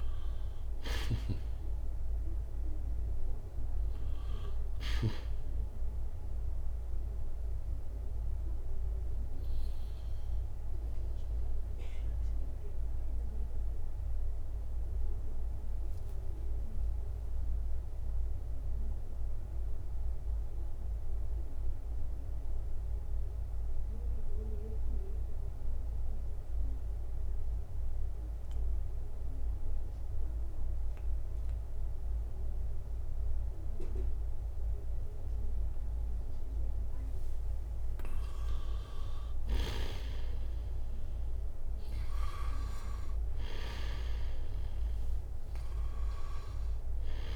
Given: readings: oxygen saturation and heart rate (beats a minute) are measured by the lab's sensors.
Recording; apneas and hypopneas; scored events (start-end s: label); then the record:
breathing in sleep by a room microphone; 1
0.00-1.50 s: snoring (device-marked)
0.00-25.00 s: oxygen desaturation (device-marked, oxygen 82% lowest, heart rate 59 extreme)
13.50-38.50 s: obstructive apnea (oxygen 98% before, 82% lowest, heart rate 71 before, 59 extreme, up 4 after)
40.50-45.00 s: arousal
42.00-47.36 s: oxygen desaturation (device-marked, oxygen 98% before, 87% lowest, heart rate 63 before, 60 extreme)
From the record:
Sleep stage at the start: N2 (light sleep); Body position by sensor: on the right side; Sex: male